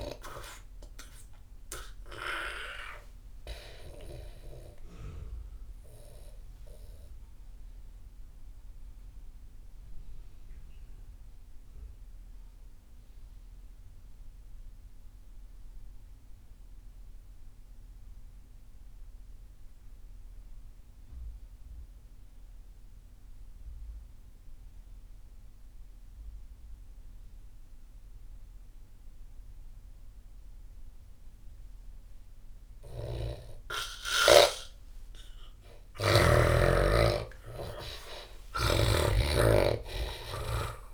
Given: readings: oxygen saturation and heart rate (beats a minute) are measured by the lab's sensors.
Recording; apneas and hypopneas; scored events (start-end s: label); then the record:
breathing in sleep by a room microphone; 1
0.00-13.50 s: oxygen desaturation (device-marked, oxygen 80% lowest)
4.50-34.00 s: obstructive apnea (oxygen 97% before, 81% lowest)
27.50-40.94 s: oxygen desaturation (device-marked, oxygen 98% before, 81% lowest)
35.00-40.50 s: arousal
From the record:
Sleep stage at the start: N2 (light sleep); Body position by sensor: on the back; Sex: male